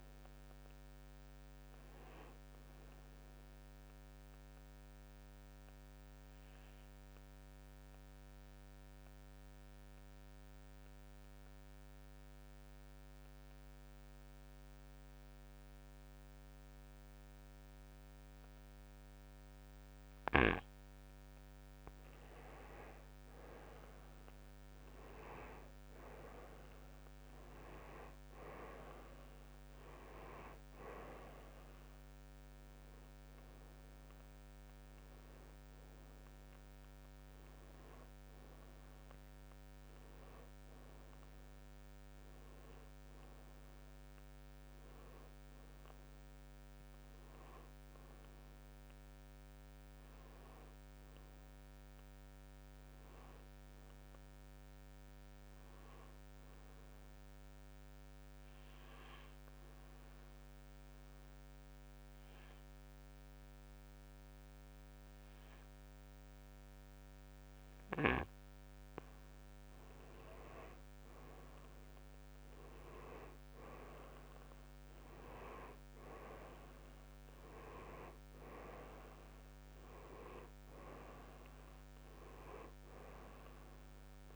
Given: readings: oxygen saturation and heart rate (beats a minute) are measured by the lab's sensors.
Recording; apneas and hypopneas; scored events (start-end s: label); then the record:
breathing in sleep by a microphone on the trachea; 2
1.00-14.00 s: oxygen desaturation (device-marked, oxygen 93% before, 89% lowest, heart rate 68 before, 54 extreme)
4.00-22.00 s: mixed apnea (oxygen 95% before, 89% lowest, heart rate 66 before, 54 extreme, up 9 after)
26.00-56.00 s: new sleep stage, N1 (lightest sleep)
26.50-31.50 s: arousal
33.00-63.00 s: oxygen desaturation (device-marked, oxygen 97% before, 91% lowest, heart rate 61 before, 57 extreme)
56.00-84.36 s: new sleep stage, N2 (light sleep)
56.50-69.50 s: obstructive apnea (oxygen 97% before, 90% lowest, heart rate 61 before, 58 extreme, up 8 after)
71.50-77.00 s: arousal
From the record:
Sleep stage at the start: N2 (light sleep); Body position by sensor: on the right side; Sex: male